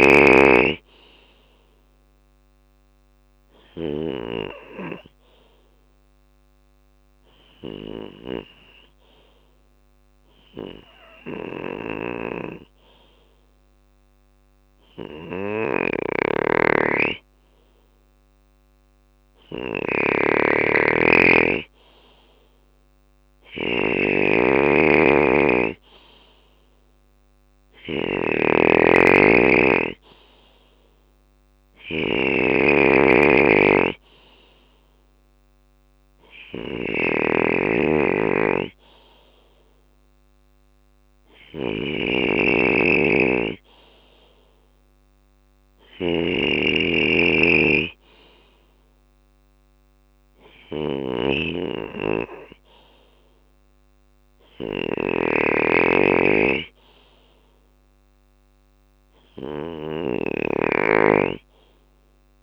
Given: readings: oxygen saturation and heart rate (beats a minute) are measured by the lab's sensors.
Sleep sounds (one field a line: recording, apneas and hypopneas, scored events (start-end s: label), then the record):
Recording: breathing in sleep by a microphone on the trachea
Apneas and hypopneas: 1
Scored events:
0.00-3.00 s: snoring (device-marked)
4.00-22.00 s: obstructive apnea (oxygen 97% before, 94% lowest, heart rate 63 before, 61 extreme, up 5 after)
6.50-18.50 s: drop in pulse transit time (device-marked, heart rate 64 before, 61 extreme)
10.50-62.43 s: snoring (device-marked)
25.00-28.00 s: arousal
From the record:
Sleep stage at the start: N2 (light sleep)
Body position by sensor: on the left side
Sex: male